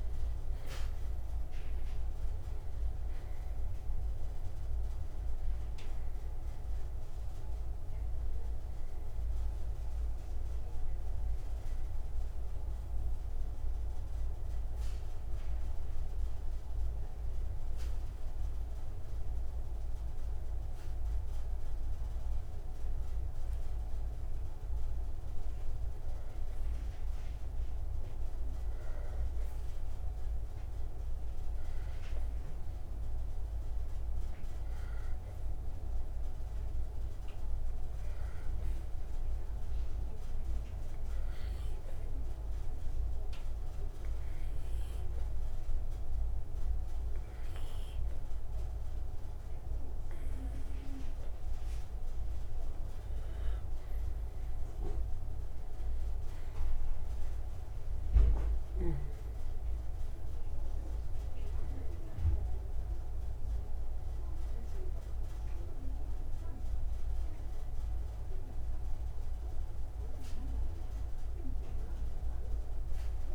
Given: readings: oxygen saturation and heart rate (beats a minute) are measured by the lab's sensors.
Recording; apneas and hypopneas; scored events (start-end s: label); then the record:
breathing in sleep, hard to hear, by a room microphone; 1
0.00-4.50 s: arousal
20.00-51.50 s: hypopnea (oxygen 96% before, 92% lowest)
55.00-61.00 s: arousal
From the record:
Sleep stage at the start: N2 (light sleep); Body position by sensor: on the right side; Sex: male